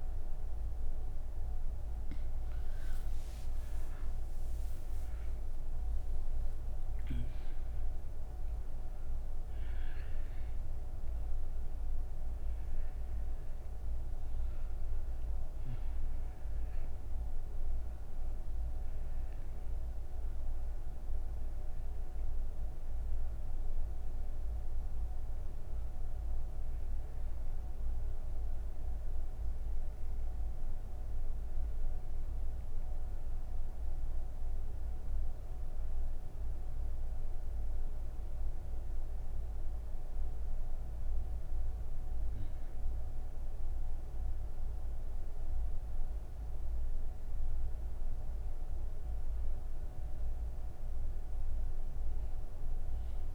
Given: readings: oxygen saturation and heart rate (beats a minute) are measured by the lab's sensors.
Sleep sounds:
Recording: breathing in sleep, hard to hear, by a room microphone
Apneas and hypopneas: none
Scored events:
34.50-50.50 s: oxygen desaturation (device-marked, oxygen 94% before, 89% lowest, heart rate 98 before, 69 extreme)
From the record:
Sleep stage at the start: N3 (deep sleep)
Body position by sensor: on the right side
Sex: female

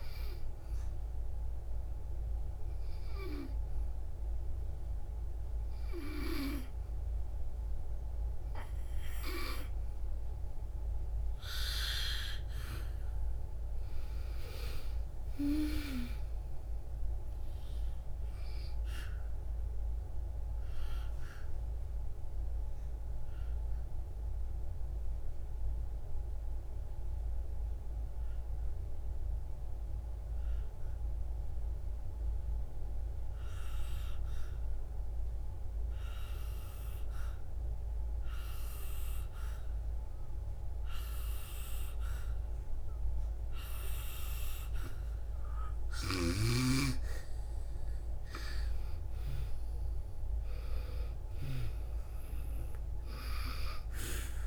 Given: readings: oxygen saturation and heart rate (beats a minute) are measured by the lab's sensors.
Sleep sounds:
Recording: breathing in sleep by a room microphone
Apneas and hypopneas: 1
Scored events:
13.00-16.50 s: arousal
22.00-35.00 s: obstructive apnea (oxygen 97% before, 92% lowest, heart rate 63 before, 55 extreme, up 9 after)
37.00-40.50 s: arousal
49.00-54.47 s: oxygen desaturation (device-marked, oxygen 98% before, 93% lowest, heart rate 59 before, 57 extreme)
From the record:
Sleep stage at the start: N2 (light sleep)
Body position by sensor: on the back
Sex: female

